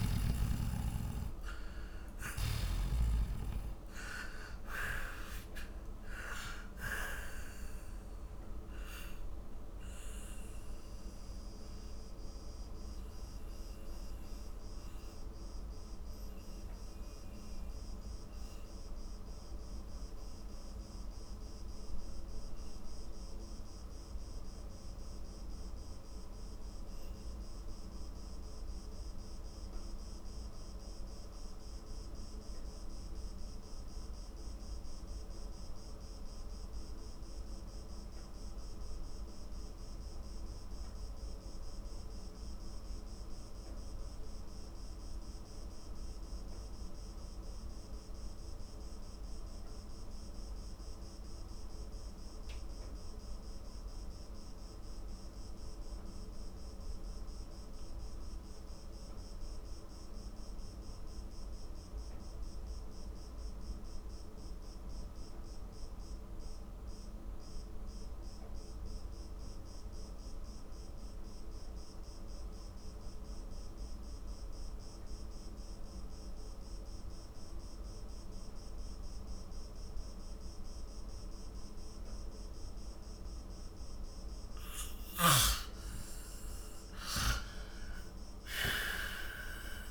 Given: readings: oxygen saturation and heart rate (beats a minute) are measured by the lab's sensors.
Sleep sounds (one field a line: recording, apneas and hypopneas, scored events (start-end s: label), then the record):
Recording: breathing in sleep by a room microphone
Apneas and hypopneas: 1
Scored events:
0.00-33.50 s: oxygen desaturation (device-marked, oxygen 79% lowest, heart rate 40 extreme)
11.50-85.50 s: mixed apnea (oxygen 96% before, 76% lowest, heart rate 72 before, 40 extreme, up 31 after)
63.50-89.91 s: oxygen desaturation (device-marked, oxygen 99% before, 76% lowest, heart rate 48 before, 44 extreme)
85.00-89.91 s: snoring (device-marked)
87.00-89.91 s: arousal
From the record:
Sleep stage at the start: N2 (light sleep)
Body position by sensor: on the back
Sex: male